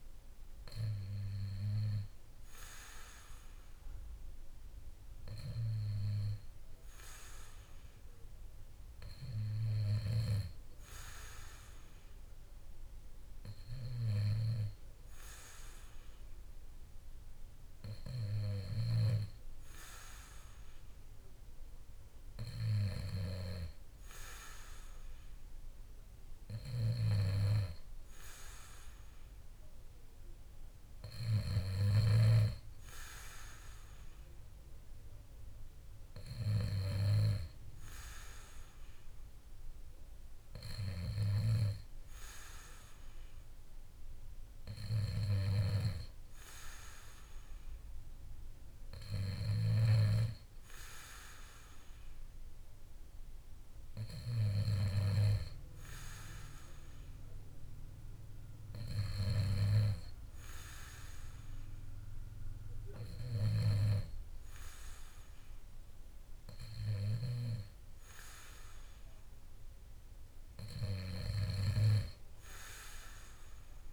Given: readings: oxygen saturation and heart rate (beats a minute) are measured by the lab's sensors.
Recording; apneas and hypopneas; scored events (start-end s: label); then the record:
breathing in sleep by a room microphone; none
none scored
From the record:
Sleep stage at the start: N2 (light sleep); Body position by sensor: on the back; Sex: male